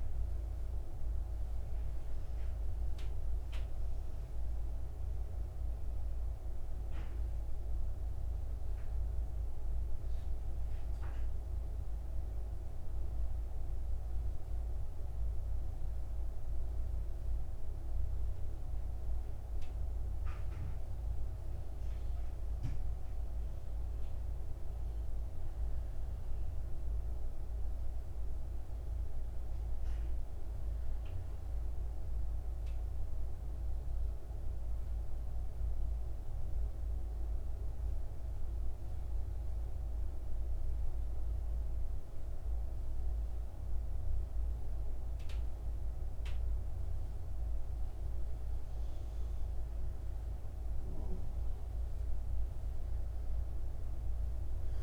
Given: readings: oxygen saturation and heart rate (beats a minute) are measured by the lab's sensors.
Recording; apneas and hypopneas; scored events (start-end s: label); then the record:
breathing in sleep, hard to hear, by a room microphone; 2
0.50-19.50 s: oxygen desaturation (device-marked, oxygen 97% before, 92% lowest, heart rate 55 before, 54 extreme)
9.00-23.50 s: mixed apnea (oxygen 97% before, 92% lowest, heart rate 58 before, 54 extreme, up 5 after)
25.00-28.00 s: arousal
31.00-45.50 s: obstructive apnea (oxygen 98% before, 93% lowest, heart rate 57 before, 54 extreme, up 4 after)
33.50-43.50 s: oxygen desaturation (device-marked, oxygen 98% before, 94% lowest, heart rate 57 before, 54 extreme)
48.00-51.00 s: arousal
From the record:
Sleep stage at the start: N2 (light sleep); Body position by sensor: on the back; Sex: male